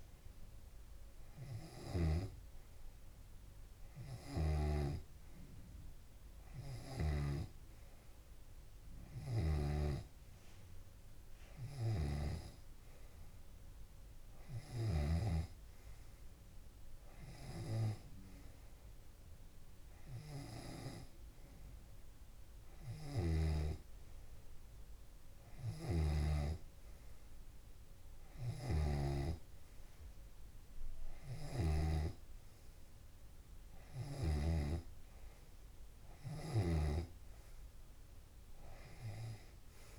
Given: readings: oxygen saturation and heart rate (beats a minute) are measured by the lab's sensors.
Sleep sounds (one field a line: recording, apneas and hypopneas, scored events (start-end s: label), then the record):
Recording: breathing in sleep by a room microphone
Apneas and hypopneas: none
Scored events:
12.50-16.00 s: snoring (device-marked)
23.50-27.00 s: snoring (device-marked)
25.00-27.00 s: long interval between heartbeats (device-marked)
28.00-30.00 s: long interval between heartbeats (device-marked)
29.00-32.50 s: snoring (device-marked)
30.50-32.50 s: long interval between heartbeats (device-marked)
37.00-39.99 s: snoring (device-marked)
37.50-39.50 s: long interval between heartbeats (device-marked, heart rate 38 before, 27 extreme)
38.00-39.99 s: arousal
From the record:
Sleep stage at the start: N2 (light sleep)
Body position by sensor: on the left side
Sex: male